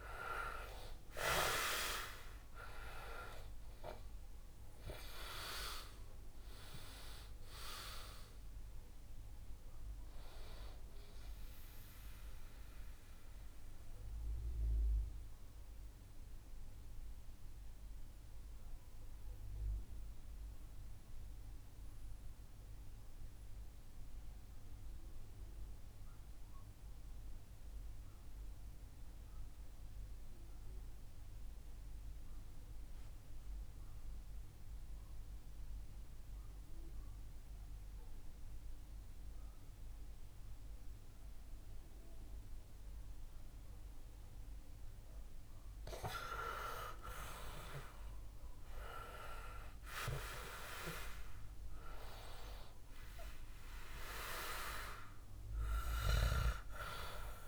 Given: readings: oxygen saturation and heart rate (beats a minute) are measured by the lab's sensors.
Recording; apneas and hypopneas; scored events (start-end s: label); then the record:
breathing in sleep by a room microphone; 1
0.00-2.00 s: arousal
0.00-26.00 s: oxygen desaturation (device-marked, oxygen 83% lowest, heart rate 58 extreme)
12.00-45.00 s: mixed apnea (oxygen 97% before, 83% lowest, heart rate 68 before, 61 extreme, up 12 after)
46.50-50.00 s: arousal
49.00-57.48 s: oxygen desaturation (device-marked, oxygen 97% before, 88% lowest, heart rate 64 before, 61 extreme)
From the record:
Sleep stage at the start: REM sleep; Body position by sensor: on the back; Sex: male